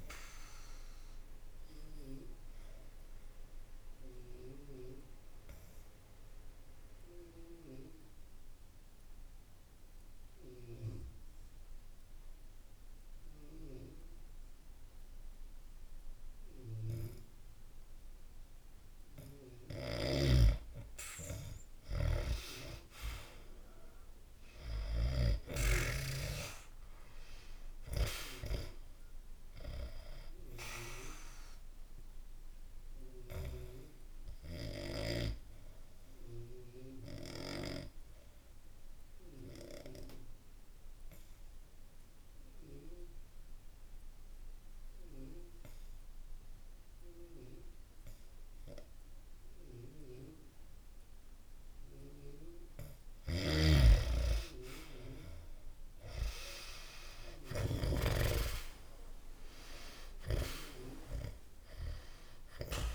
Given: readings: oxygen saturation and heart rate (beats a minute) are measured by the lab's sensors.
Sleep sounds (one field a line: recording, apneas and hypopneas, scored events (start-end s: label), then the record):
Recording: breathing in sleep by a room microphone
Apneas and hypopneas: 2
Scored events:
0.00-10.50 s: oxygen desaturation (device-marked, oxygen 90% lowest, heart rate 62 extreme)
1.50-19.50 s: obstructive apnea (oxygen 99% before, 90% lowest, heart rate 65 before, 62 extreme, up 0 after)
21.00-26.00 s: arousal
25.50-46.50 s: oxygen desaturation (device-marked, oxygen 98% before, 90% lowest, heart rate 66 before, 64 extreme)
32.00-52.50 s: obstructive apnea (oxygen 98% before, 89% lowest, heart rate 65 before, 64 extreme, up 0 after)
53.00-57.50 s: snoring (device-marked)
53.50-58.00 s: arousal
60.50-62.95 s: oxygen desaturation (device-marked, oxygen 97% before, 90% lowest, heart rate 66 before, 58 extreme)
From the record:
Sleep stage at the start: N2 (light sleep)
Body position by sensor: on the back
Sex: male